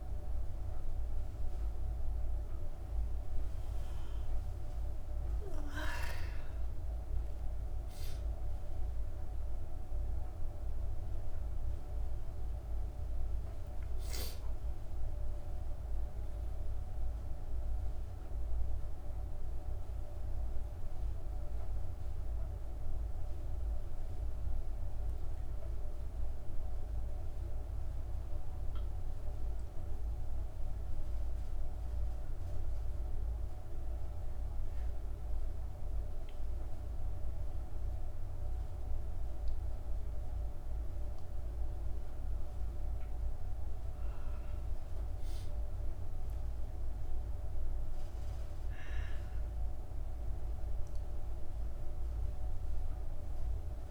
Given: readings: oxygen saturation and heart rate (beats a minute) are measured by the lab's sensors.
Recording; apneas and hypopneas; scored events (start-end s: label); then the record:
a person awake in a sleep study, hard to hear, by a room microphone; none
none scored
From the record:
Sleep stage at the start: awake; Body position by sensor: on the back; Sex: female